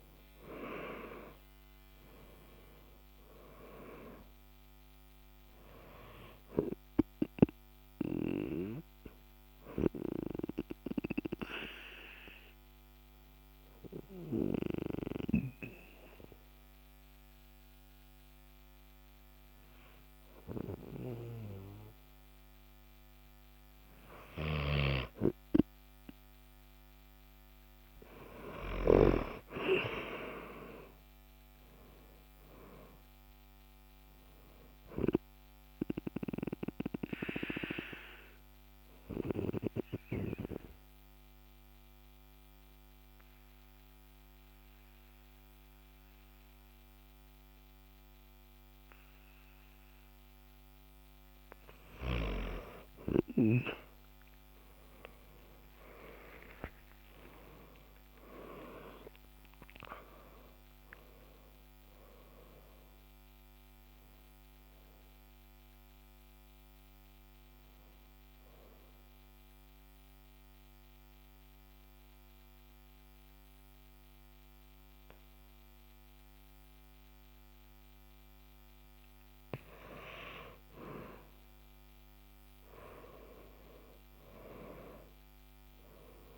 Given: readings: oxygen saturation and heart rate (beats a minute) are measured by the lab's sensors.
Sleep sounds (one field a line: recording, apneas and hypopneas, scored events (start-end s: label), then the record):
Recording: breathing in sleep by a microphone on the trachea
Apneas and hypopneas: 3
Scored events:
0.00-2.00 s: arousal
10.00-22.50 s: obstructive apnea (oxygen 98% before, 92% lowest, heart rate 56 before, 45 extreme, up 28 after)
25.00-28.50 s: arousal
29.00-51.00 s: oxygen desaturation (device-marked, oxygen 97% before, 92% lowest, heart rate 51 before, 45 extreme)
36.50-51.00 s: mixed apnea (oxygen 97% before, 92% lowest, heart rate 61 before, 45 extreme)
55.50-60.50 s: arousal
69.00-80.00 s: mixed apnea (oxygen 98% before, 95% lowest, heart rate 75 before, 49 extreme, up 16 after)
82.50-86.00 s: arousal
From the record:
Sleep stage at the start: N2 (light sleep)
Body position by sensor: on the back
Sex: male